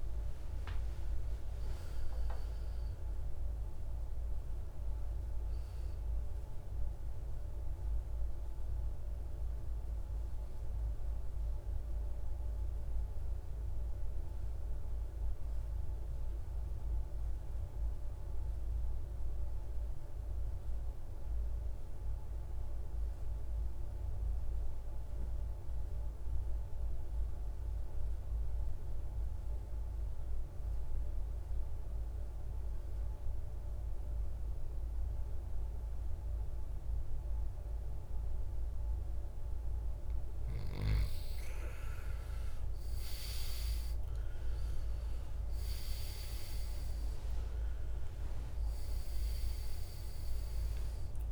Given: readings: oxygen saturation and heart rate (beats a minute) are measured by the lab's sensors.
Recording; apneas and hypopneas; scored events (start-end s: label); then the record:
breathing in sleep, hard to hear, by a room microphone; 1
0.00-17.50 s: oxygen desaturation (device-marked, oxygen 83% lowest, heart rate 50 extreme)
7.00-39.50 s: mixed apnea (oxygen 98% before, 81% lowest, heart rate 66 before, 50 extreme, up 15 after)
36.50-51.32 s: oxygen desaturation (device-marked, oxygen 99% before, 81% lowest, heart rate 55 before, 51 extreme)
41.50-44.50 s: arousal
From the record:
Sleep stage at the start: N2 (light sleep); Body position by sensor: on the back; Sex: male